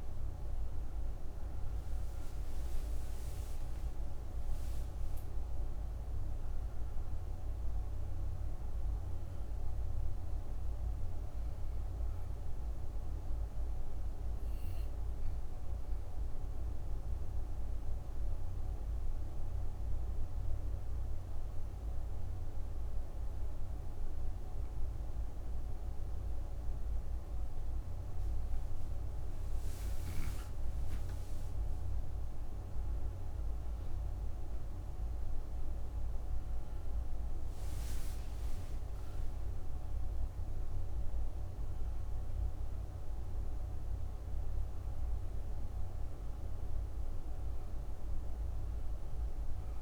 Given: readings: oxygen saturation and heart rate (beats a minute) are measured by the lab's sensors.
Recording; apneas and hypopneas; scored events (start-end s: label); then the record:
breathing in sleep, hard to hear, by a room microphone; 1
0.00-26.50 s: oxygen desaturation (device-marked, oxygen 88% lowest)
15.00-31.00 s: obstructive apnea (oxygen 96% before, 88% lowest)
34.50-38.50 s: arousal
From the record:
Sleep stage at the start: N2 (light sleep); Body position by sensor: on the back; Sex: female